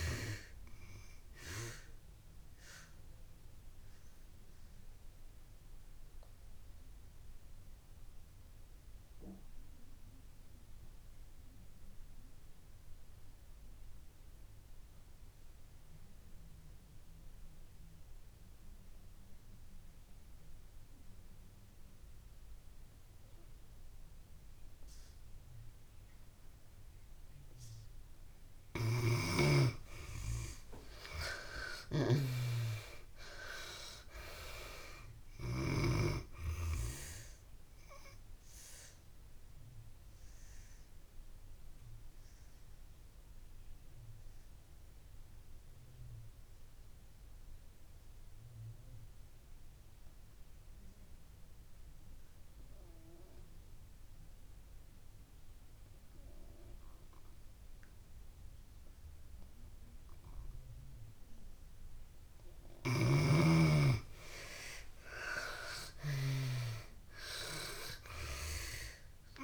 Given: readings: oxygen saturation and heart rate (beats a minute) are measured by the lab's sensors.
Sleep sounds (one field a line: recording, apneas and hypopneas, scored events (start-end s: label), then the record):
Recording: breathing in sleep by a room microphone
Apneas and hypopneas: 2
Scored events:
0.00-22.50 s: oxygen desaturation (device-marked, oxygen 74% lowest)
2.50-27.00 s: obstructive apnea (oxygen 95% before, 71% lowest)
27.50-57.50 s: oxygen desaturation (device-marked, oxygen 96% before, 71% lowest)
30.50-34.00 s: arousal
37.50-61.00 s: obstructive apnea (oxygen 96% before, 71% lowest)
59.50-69.44 s: oxygen desaturation (device-marked, oxygen 96% before, 71% lowest)
64.00-67.00 s: arousal
From the record:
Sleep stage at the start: N2 (light sleep)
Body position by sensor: on the back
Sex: female